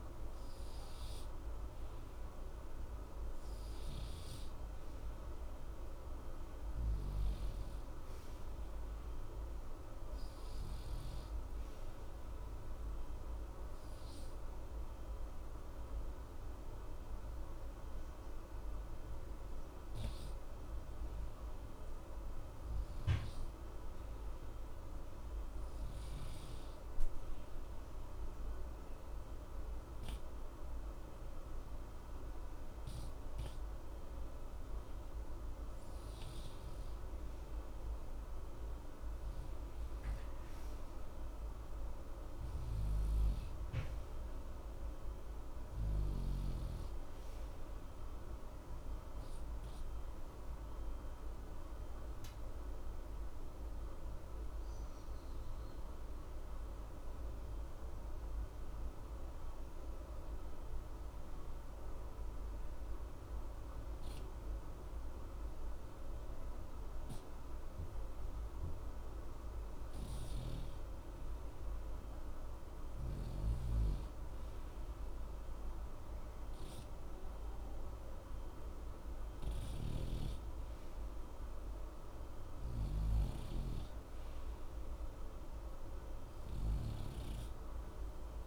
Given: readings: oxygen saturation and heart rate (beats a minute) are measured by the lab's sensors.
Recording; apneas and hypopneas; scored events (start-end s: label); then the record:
breathing in sleep, hard to hear, by a room microphone; 2
25.50-36.50 s: obstructive apnea (oxygen 94% before, 90% lowest, heart rate 60 before, 60 extreme, up 0 after)
40.50-44.00 s: arousal
49.00-69.50 s: obstructive apnea (oxygen 94% before, 87% lowest, heart rate 60 before, 60 extreme, up 0 after)
73.50-78.00 s: arousal
85.50-88.47 s: oxygen desaturation (device-marked, oxygen 93% before, 87% lowest, heart rate 60 before, 60 extreme)
From the record:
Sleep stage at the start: N2 (light sleep); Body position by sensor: on the right side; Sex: male